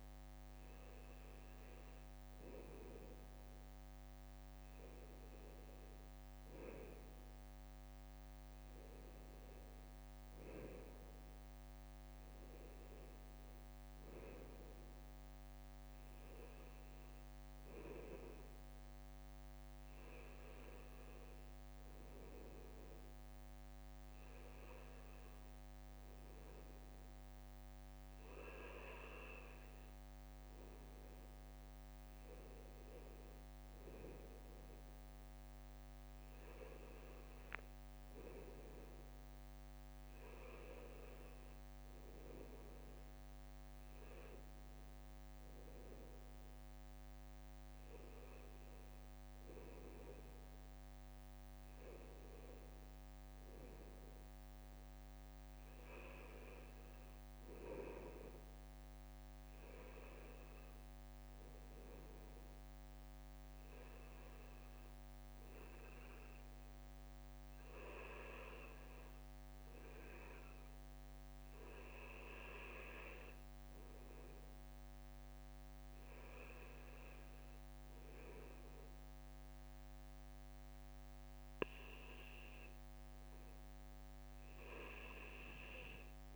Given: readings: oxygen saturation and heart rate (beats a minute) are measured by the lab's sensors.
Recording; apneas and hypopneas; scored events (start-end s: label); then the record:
breathing in sleep by a microphone on the trachea; none
0.00-11.50 s: bradycardia (device-marked, heart rate 58 extreme)
15.50-69.50 s: bradycardia (device-marked, heart rate 60 before, 57 extreme)
71.50-73.50 s: bradycardia (device-marked, heart rate 59 before, 59 extreme)
74.50-84.50 s: bradycardia (device-marked, heart rate 59 before, 58 extreme)
From the record:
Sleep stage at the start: N2 (light sleep); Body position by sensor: on the back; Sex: male